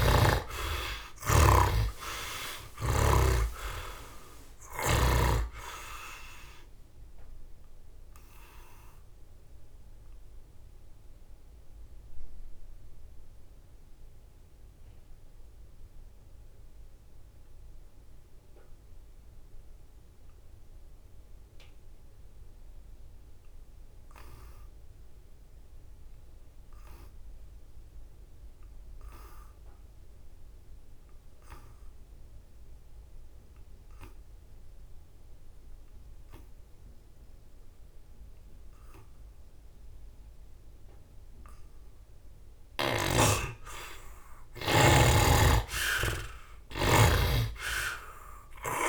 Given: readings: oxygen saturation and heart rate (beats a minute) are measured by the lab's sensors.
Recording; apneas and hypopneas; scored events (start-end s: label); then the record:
breathing in sleep by a room microphone; 1
0.00-1.50 s: arousal
0.50-4.50 s: snoring (device-marked)
7.50-42.00 s: obstructive apnea (heart rate 83 before, 60 extreme, up 16 after)
44.50-48.00 s: arousal
44.50-48.89 s: snoring (device-marked)
From the record:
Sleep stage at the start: N2 (light sleep); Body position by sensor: on the back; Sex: male